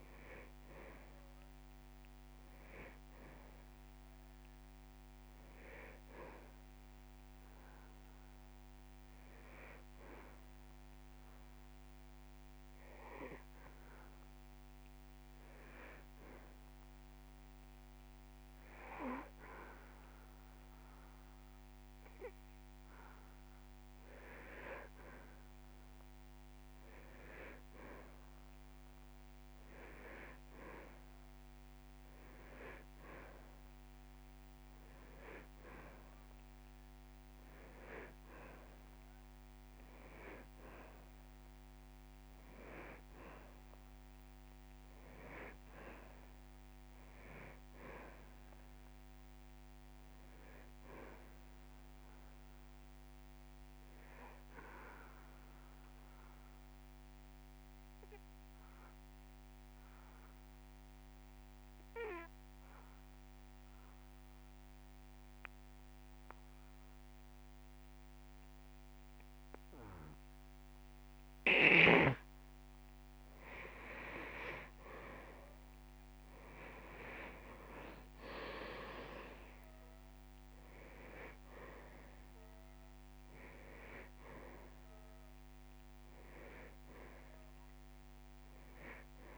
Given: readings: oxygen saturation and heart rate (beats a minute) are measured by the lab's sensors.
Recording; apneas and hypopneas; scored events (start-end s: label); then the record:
breathing in sleep by a microphone on the trachea; 2
0.00-16.50 s: oxygen desaturation (device-marked, oxygen 88% lowest)
10.50-24.00 s: hypopnea (oxygen 97% before, 92% lowest)
18.50-48.50 s: new sleep stage, N1 (lightest sleep)
27.00-30.50 s: arousal
34.50-51.50 s: oxygen desaturation (device-marked, oxygen 99% before, 95% lowest)
48.50-89.38 s: new sleep stage, N2 (light sleep)
55.50-73.00 s: obstructive apnea (oxygen 98% before, 88% lowest)
57.50-59.50 s: long interval between heartbeats (device-marked)
64.50-66.50 s: long interval between heartbeats (device-marked)
72.50-74.50 s: long interval between heartbeats (device-marked)
75.00-78.50 s: arousal
77.50-89.38 s: oxygen desaturation (device-marked, oxygen 97% before, 88% lowest)
From the record:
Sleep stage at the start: N2 (light sleep); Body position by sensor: on the back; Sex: male